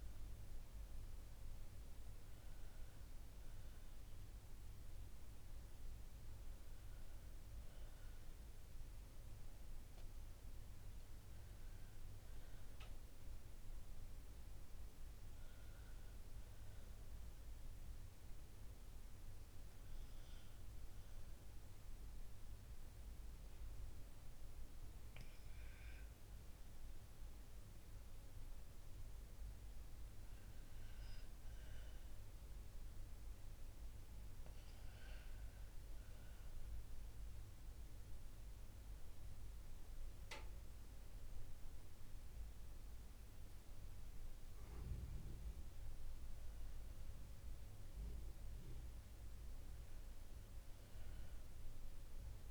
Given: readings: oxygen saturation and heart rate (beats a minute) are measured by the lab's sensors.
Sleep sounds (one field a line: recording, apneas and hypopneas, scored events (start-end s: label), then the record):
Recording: breathing in sleep, hard to hear, by a room microphone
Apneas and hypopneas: none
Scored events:
40.00-52.50 s: oxygen desaturation (device-marked, oxygen 94% before, 91% lowest, heart rate 61 before, 62 extreme)
From the record:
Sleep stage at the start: N2 (light sleep)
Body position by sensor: on the back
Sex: female